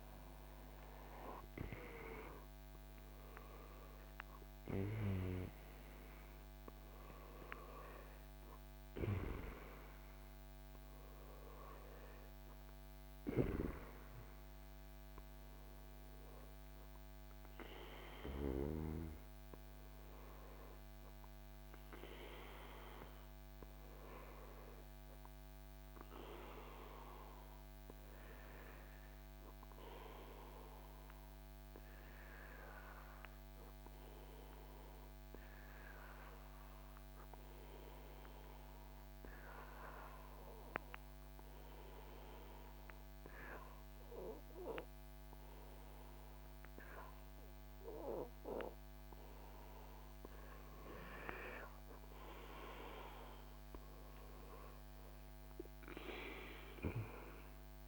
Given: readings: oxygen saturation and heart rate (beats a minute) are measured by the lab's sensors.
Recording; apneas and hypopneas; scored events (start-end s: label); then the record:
breathing in sleep by a microphone on the trachea; 1
22.00-25.50 s: arousal
30.50-49.00 s: obstructive apnea (oxygen 97% before, 90% lowest, heart rate 77 before, 72 extreme, up 10 after)
42.00-57.87 s: oxygen desaturation (device-marked, oxygen 96% before, 91% lowest, heart rate 74 before, 69 extreme)
51.50-56.50 s: arousal
From the record:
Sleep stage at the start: N2 (light sleep); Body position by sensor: on the back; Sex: male